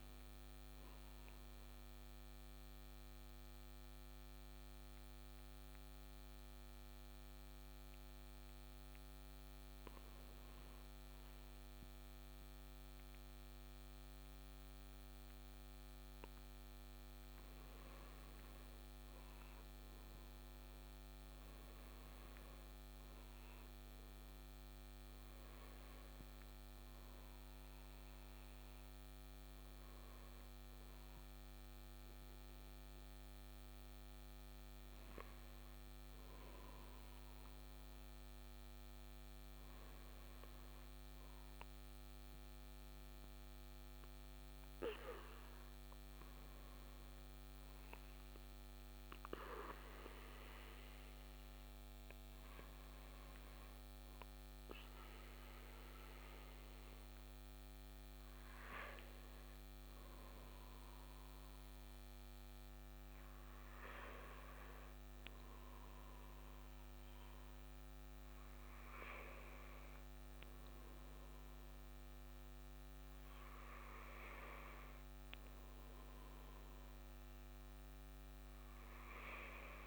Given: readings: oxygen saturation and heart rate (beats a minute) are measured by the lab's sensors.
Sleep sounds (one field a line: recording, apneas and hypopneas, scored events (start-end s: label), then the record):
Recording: breathing in sleep, hard to hear, by a microphone on the trachea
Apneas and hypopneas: 2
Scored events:
1.00-18.00 s: mixed apnea (oxygen 97% before, 94% lowest, heart rate 60 before, 57 extreme, up 3 after)
20.00-24.50 s: arousal
43.00-59.00 s: hypopnea (oxygen 96% before, 95% lowest, heart rate 59 before, 57 extreme, up 2 after)
60.00-64.00 s: arousal
From the record:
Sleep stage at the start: N1 (lightest sleep)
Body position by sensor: on the right side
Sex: male